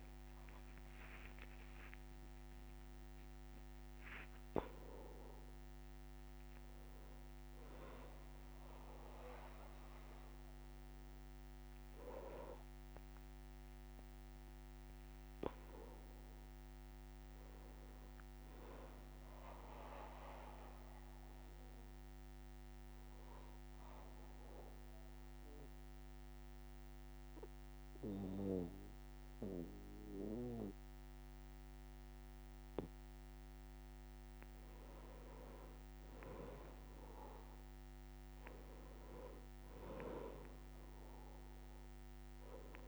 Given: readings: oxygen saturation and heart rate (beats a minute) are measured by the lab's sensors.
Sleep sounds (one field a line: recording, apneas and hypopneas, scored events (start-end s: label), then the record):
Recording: a person partly awake in a sleep study, by a microphone on the trachea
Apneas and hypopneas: 1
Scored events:
0.00-1.00 s: oxygen desaturation (device-marked, oxygen 91% lowest, heart rate 61 extreme)
4.00-6.00 s: long interval between heartbeats (device-marked, heart rate 73 before, 73 extreme)
13.00-42.88 s: new sleep stage, N2 (light sleep)
22.50-33.50 s: obstructive apnea (oxygen 99% before, 93% lowest, heart rate 66 before, 60 extreme, up 3 after)
35.50-38.50 s: arousal
From the record:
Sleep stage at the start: awake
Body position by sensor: on the back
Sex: male